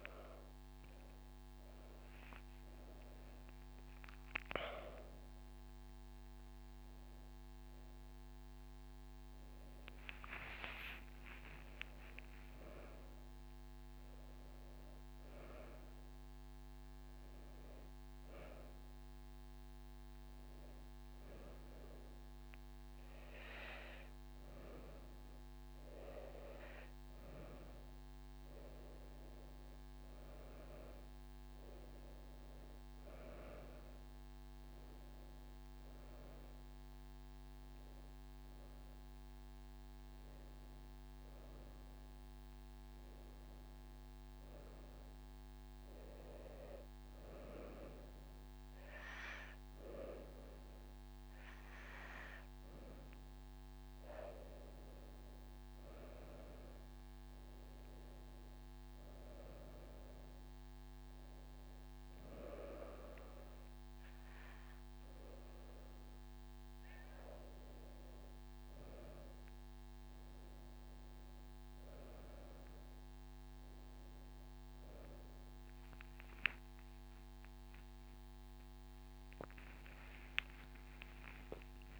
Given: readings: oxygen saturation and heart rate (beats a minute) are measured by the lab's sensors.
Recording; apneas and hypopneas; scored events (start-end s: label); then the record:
a person partly awake in a sleep study, by a microphone on the trachea; 1
0.00-2.00 s: long interval between heartbeats (device-marked, heart rate 51 before, 43 extreme)
1.50-31.50 s: new sleep stage, N1 (lightest sleep)
5.50-7.50 s: long interval between heartbeats (device-marked, heart rate 53 before, 30 extreme)
11.00-13.00 s: long interval between heartbeats (device-marked, heart rate 43 before, 25 extreme)
14.50-16.50 s: long interval between heartbeats (device-marked, heart rate 38 before, 34 extreme)
19.00-30.00 s: hypopnea (oxygen 98% before, 93% lowest)
20.00-22.00 s: long interval between heartbeats (device-marked, heart rate 32 before, 28 extreme)
31.50-33.50 s: long interval between heartbeats (device-marked)
31.50-34.50 s: arousal
31.50-82.00 s: new sleep stage, N2 (light sleep)
33.50-44.50 s: oxygen desaturation (device-marked, oxygen 96% before, 93% lowest)
38.50-50.50 s: drop in pulse transit time (device-marked)
62.00-64.00 s: long interval between heartbeats (device-marked)
66.00-68.00 s: long interval between heartbeats (device-marked)
72.00-74.00 s: long interval between heartbeats (device-marked)
77.50-81.50 s: arousal
77.50-82.00 s: drop in pulse transit time (device-marked, heart rate 31 before, 47 extreme)
From the record:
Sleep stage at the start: awake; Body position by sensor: on the back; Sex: female